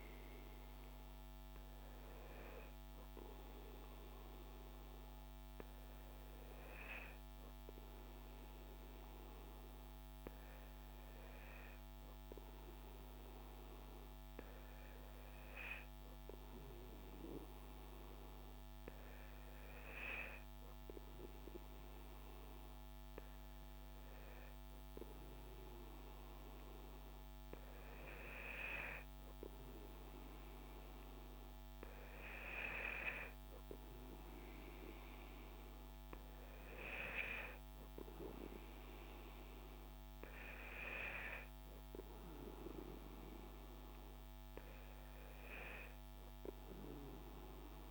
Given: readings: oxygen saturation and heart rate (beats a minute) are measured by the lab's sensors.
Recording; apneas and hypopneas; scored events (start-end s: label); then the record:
breathing in sleep by a microphone on the trachea; none
none scored
From the record:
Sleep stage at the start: N2 (light sleep); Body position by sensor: on the back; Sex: male